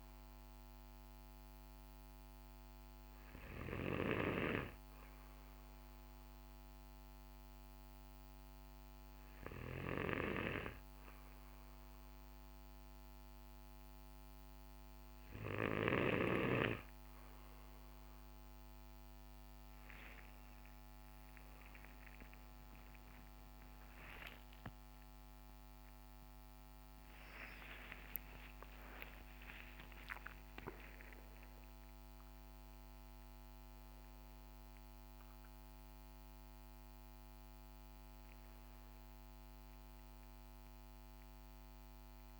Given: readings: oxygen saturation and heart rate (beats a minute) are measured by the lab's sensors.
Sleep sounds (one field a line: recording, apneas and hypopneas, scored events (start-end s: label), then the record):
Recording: breathing in sleep by a microphone on the trachea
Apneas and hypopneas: none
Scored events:
23.00-29.00 s: arousal
From the record:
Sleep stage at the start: N2 (light sleep)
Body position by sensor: on the back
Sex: male